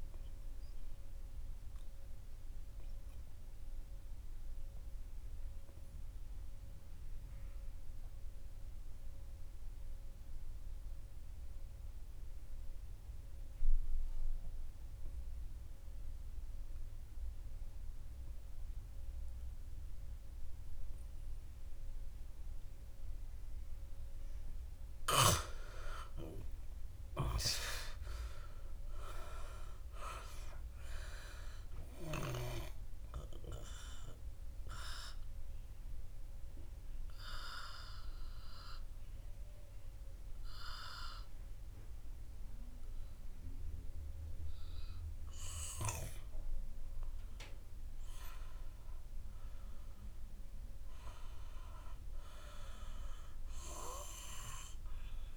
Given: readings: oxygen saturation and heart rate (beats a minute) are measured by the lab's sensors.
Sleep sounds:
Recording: breathing in sleep by a room microphone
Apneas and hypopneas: 2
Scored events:
1.00-23.50 s: obstructive apnea (oxygen 97% before, 87% lowest, heart rate 77 before, 62 extreme)
12.50-22.50 s: oxygen desaturation (device-marked, oxygen 97% before, 91% lowest, heart rate 80 before, 62 extreme)
26.00-30.50 s: arousal
33.50-55.37 s: oxygen desaturation (device-marked, oxygen 99% before, 87% lowest, heart rate 73 before, 58 extreme)
35.50-46.00 s: obstructive apnea (oxygen 99% before, 87% lowest, heart rate 73 before, 74 extreme, up 1 after)
48.00-51.50 s: arousal
From the record:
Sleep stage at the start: N2 (light sleep)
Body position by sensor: on the right side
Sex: male

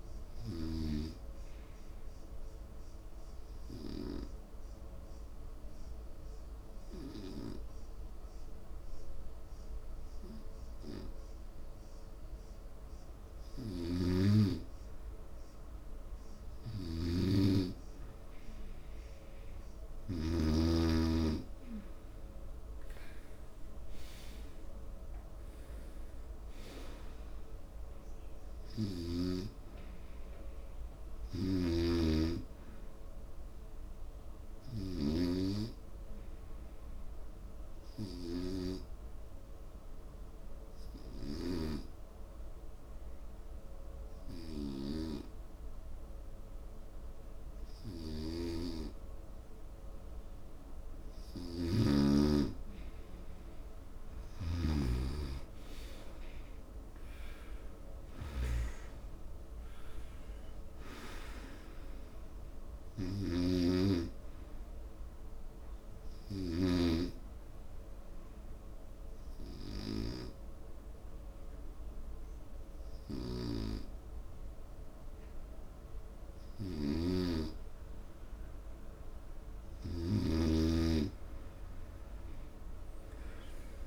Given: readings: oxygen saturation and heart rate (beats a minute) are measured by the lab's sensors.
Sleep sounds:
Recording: breathing in sleep by a room microphone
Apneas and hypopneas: 3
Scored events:
2.50-13.50 s: obstructive apnea (oxygen 96% before, 91% lowest, heart rate 76 before, 72 extreme, up 5 after)
14.00-21.00 s: snoring (device-marked)
23.00-27.50 s: arousal
37.00-51.00 s: obstructive apnea (oxygen 96% before, 88% lowest, heart rate 76 before, 70 extreme, up 8 after)
42.50-54.50 s: oxygen desaturation (device-marked, oxygen 96% before, 91% lowest, heart rate 76 before, 70 extreme)
56.50-60.50 s: arousal
68.00-79.00 s: obstructive apnea (oxygen 95% before, 88% lowest, heart rate 74 before, 72 extreme, up 7 after)
74.50-83.87 s: oxygen desaturation (device-marked, oxygen 94% before, 88% lowest, heart rate 76 before, 72 extreme)
77.00-81.00 s: snoring (device-marked)
From the record:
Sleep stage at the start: N2 (light sleep)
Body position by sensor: on the right side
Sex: male

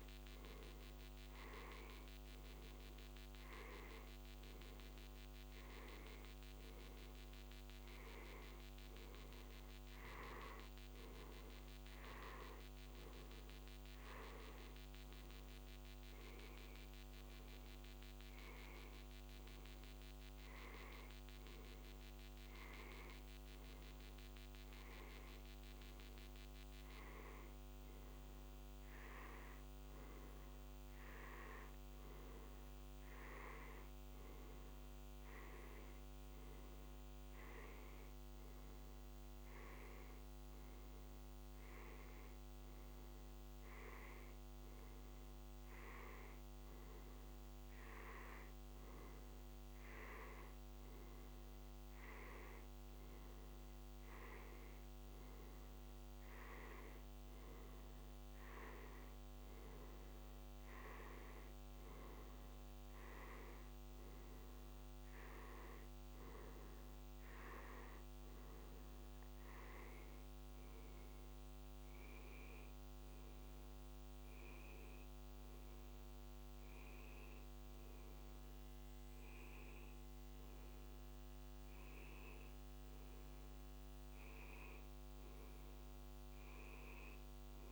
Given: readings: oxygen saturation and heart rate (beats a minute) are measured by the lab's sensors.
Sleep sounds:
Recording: breathing in sleep, hard to hear, by a microphone on the trachea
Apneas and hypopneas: none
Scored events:
none scored
From the record:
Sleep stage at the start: N2 (light sleep)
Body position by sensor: on the back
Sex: male

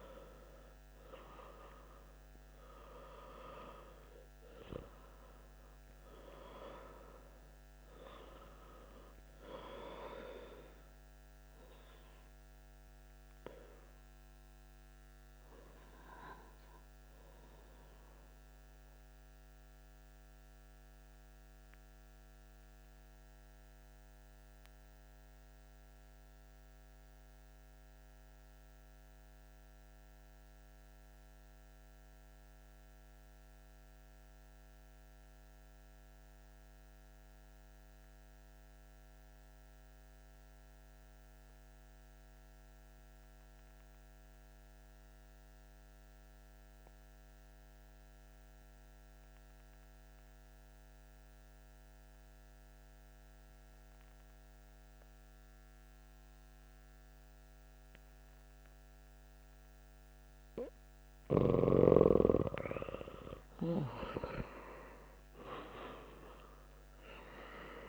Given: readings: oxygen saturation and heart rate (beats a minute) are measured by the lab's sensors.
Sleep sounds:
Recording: breathing in sleep by a microphone on the trachea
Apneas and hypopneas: 1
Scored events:
0.00-17.50 s: oxygen desaturation (device-marked, oxygen 88% lowest)
14.00-60.50 s: obstructive apnea (oxygen 94% before, 89% lowest, heart rate 62 before, 46 extreme, up 23 after)
47.50-67.88 s: oxygen desaturation (device-marked, oxygen 97% before, 89% lowest, heart rate 128 before, 38 extreme)
62.50-67.50 s: arousal
From the record:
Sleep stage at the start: N2 (light sleep)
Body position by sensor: on the back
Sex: male

